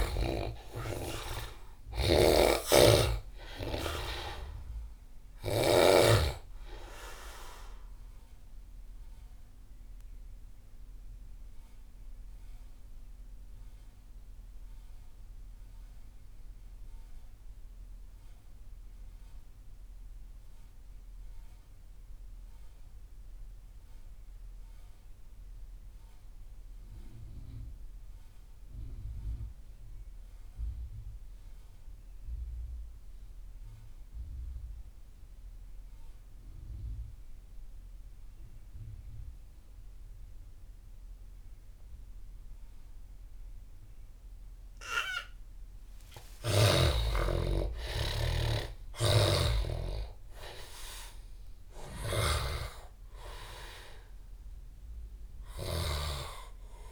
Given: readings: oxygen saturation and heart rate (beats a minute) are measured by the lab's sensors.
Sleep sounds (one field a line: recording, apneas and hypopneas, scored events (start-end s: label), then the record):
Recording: breathing in sleep by a room microphone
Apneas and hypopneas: 1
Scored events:
0.00-3.50 s: snoring (device-marked)
0.00-22.50 s: oxygen desaturation (device-marked, oxygen 75% lowest)
9.50-44.50 s: mixed apnea (oxygen 96% before, 72% lowest)
36.50-56.92 s: oxygen desaturation (device-marked, oxygen 98% before, 72% lowest)
45.50-50.50 s: arousal
48.50-55.50 s: snoring (device-marked)
From the record:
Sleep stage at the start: N2 (light sleep)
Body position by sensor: on the back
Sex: male